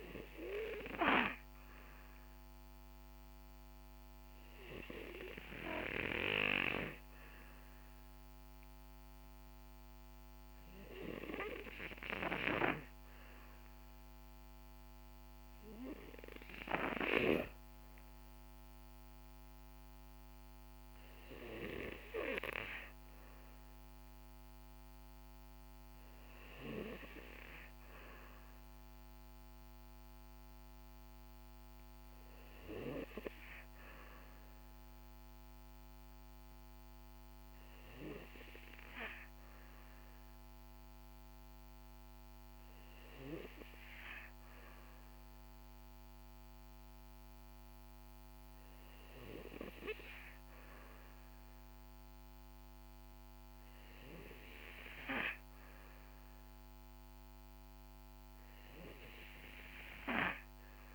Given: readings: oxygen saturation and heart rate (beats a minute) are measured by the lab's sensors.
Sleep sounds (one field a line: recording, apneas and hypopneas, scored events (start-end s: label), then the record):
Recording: breathing in sleep by a microphone on the trachea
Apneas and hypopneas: none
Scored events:
none scored
From the record:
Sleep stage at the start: N2 (light sleep)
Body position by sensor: on the back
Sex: male